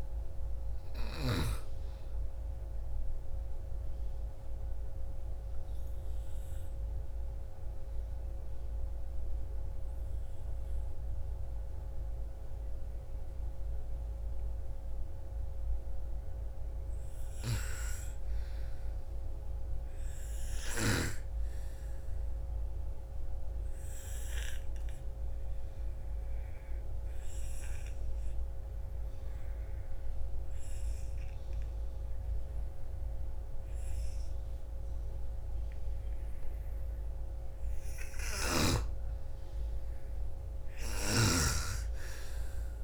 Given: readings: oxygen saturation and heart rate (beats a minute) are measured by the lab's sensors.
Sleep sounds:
breathing in sleep by a room microphone; 2
0.00-19.50 s: oxygen desaturation (device-marked, oxygen 79% lowest, heart rate 57 extreme)
3.00-15.50 s: obstructive apnea (oxygen 98% before, 79% lowest, heart rate 62 before, 57 extreme, up 6 after)
17.00-20.50 s: arousal
22.00-36.00 s: obstructive apnea (oxygen 99% before, 86% lowest, heart rate 61 before, 47 extreme, up 1 after)
38.50-41.00 s: arousal
40.00-42.84 s: snoring (device-marked)
From the record:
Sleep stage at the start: N2 (light sleep); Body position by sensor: on the right side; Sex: female

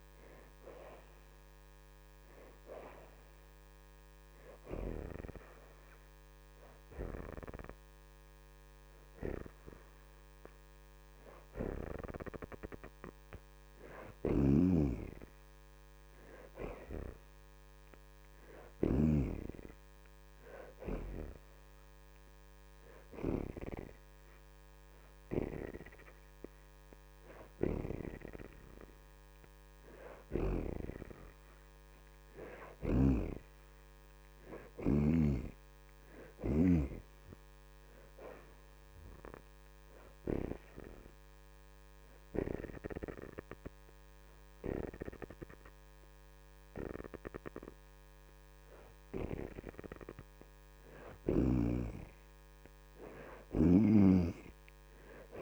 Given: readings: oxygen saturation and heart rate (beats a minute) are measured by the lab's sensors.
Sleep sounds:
breathing in sleep by a microphone on the trachea; 1
0.50-7.50 s: oxygen desaturation (device-marked, oxygen 82% before, 74% lowest)
9.50-16.50 s: oxygen desaturation (device-marked, oxygen 80% before, 73% lowest)
29.50-43.50 s: oxygen desaturation (device-marked, oxygen 75% before, 66% lowest)
38.00-50.00 s: hypopnea (oxygen 77% before, 66% lowest)
48.50-55.42 s: oxygen desaturation (device-marked, oxygen 71% before, 66% lowest)
53.00-55.42 s: arousal
From the record:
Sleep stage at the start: N2 (light sleep); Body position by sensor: on the back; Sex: female

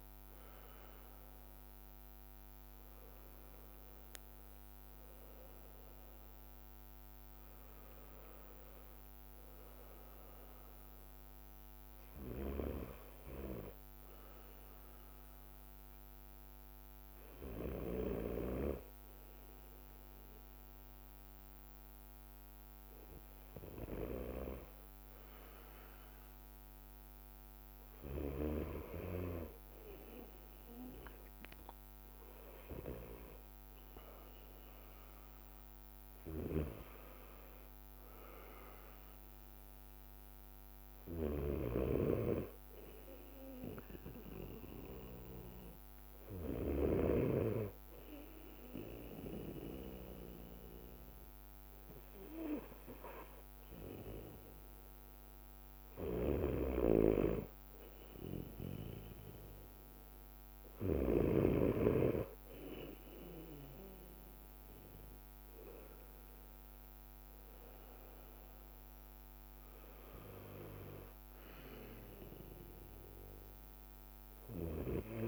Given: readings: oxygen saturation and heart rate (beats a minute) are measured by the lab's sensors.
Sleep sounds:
breathing in sleep by a microphone on the trachea; none
0.00-4.50 s: arousal
From the record:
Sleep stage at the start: N2 (light sleep); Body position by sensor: on the right side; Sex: male

